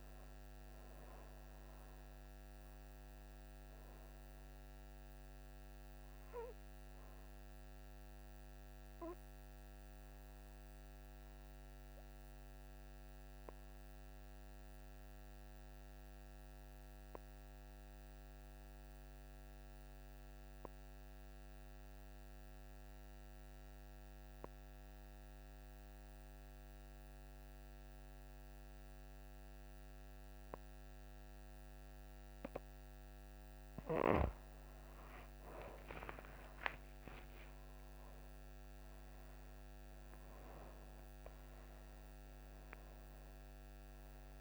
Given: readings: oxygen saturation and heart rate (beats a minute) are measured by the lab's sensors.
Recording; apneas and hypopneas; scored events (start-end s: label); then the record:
breathing in sleep by a microphone on the trachea; 1
0.00-16.00 s: oxygen desaturation (device-marked, oxygen 85% lowest, heart rate 59 extreme)
6.50-33.50 s: obstructive apnea (oxygen 98% before, 83% lowest, heart rate 67 before, 57 extreme, up 25 after)
32.00-44.41 s: oxygen desaturation (device-marked, oxygen 97% before, 83% lowest, heart rate 63 before, 57 extreme)
35.50-40.00 s: arousal
From the record:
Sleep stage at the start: N2 (light sleep); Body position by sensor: on the back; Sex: female